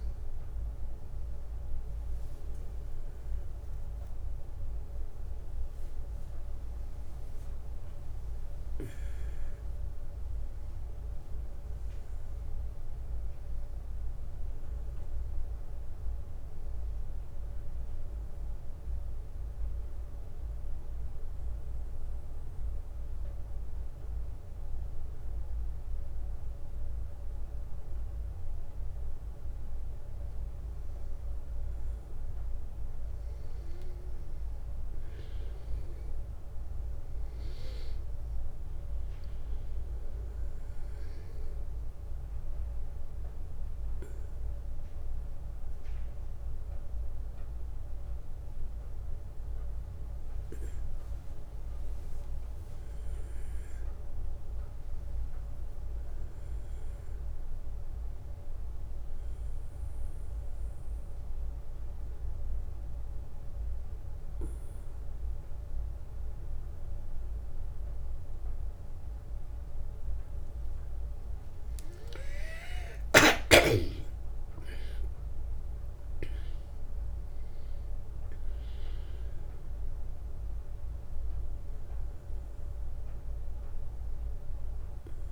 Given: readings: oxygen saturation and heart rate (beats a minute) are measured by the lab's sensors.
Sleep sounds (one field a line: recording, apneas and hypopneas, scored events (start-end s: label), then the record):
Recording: breathing in sleep, hard to hear, by a room microphone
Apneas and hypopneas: 2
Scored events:
12.00-15.00 s: arousal
20.00-30.50 s: obstructive apnea (oxygen 97% before, 93% lowest, heart rate 69 before, 61 extreme, up 3 after)
32.00-36.00 s: arousal
35.50-47.50 s: oxygen desaturation (device-marked, oxygen 96% before, 93% lowest, heart rate 65 before, 61 extreme)
50.00-54.00 s: arousal
60.50-71.50 s: obstructive apnea (oxygen 96% before, 94% lowest, heart rate 65 before, 61 extreme, up 8 after)
73.00-77.00 s: arousal
From the record:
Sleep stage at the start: N2 (light sleep)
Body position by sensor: on the back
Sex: male